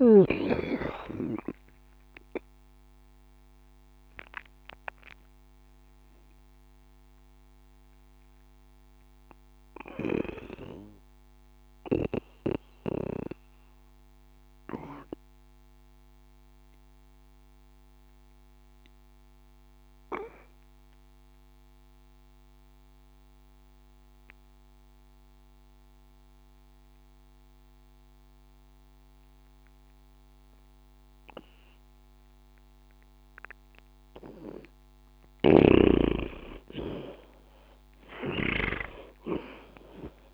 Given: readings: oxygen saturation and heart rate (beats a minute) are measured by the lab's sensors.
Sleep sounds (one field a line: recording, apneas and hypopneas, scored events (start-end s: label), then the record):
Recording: breathing in sleep by a microphone on the trachea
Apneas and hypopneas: 1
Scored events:
0.00-18.00 s: oxygen desaturation (device-marked, oxygen 86% lowest, heart rate 61 extreme)
2.50-34.50 s: mixed apnea (oxygen 97% before, 83% lowest, heart rate 62 before, 60 extreme, up 1 after)
From the record:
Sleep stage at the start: N2 (light sleep)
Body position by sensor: on the back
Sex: male